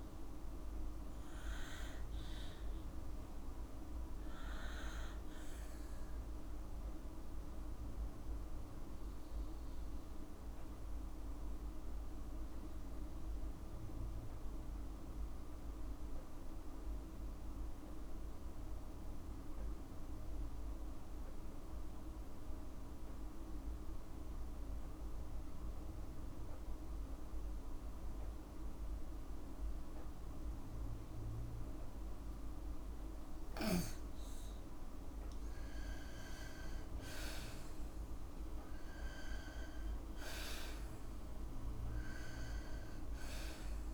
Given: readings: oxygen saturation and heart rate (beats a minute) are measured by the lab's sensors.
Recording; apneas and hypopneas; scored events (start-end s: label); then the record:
breathing in sleep, hard to hear, by a room microphone; 1
9.00-31.00 s: obstructive apnea (oxygen 97% before, 89% lowest, heart rate 59 before, 53 extreme, up 16 after)
16.50-28.50 s: oxygen desaturation (device-marked, oxygen 96% before, 90% lowest, heart rate 58 before, 53 extreme)
34.50-39.00 s: arousal
38.00-40.00 s: long interval between heartbeats (device-marked, heart rate 55 before, 69 extreme)
From the record:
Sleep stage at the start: N2 (light sleep); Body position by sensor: on the left side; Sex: female